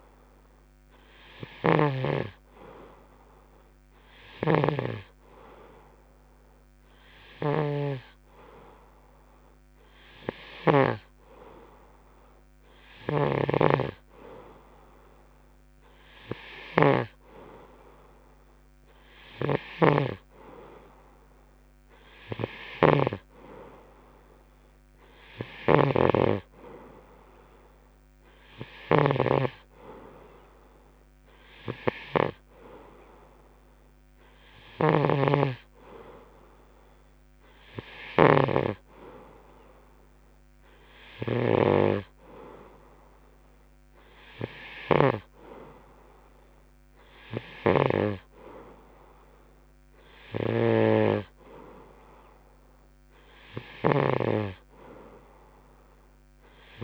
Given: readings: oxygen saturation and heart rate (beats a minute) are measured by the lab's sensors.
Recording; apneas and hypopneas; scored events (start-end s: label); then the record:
breathing in sleep by a microphone on the trachea; none
13.50-48.50 s: snoring (device-marked)
50.50-56.83 s: snoring (device-marked)
From the record:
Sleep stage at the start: N2 (light sleep); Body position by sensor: on the right side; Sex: male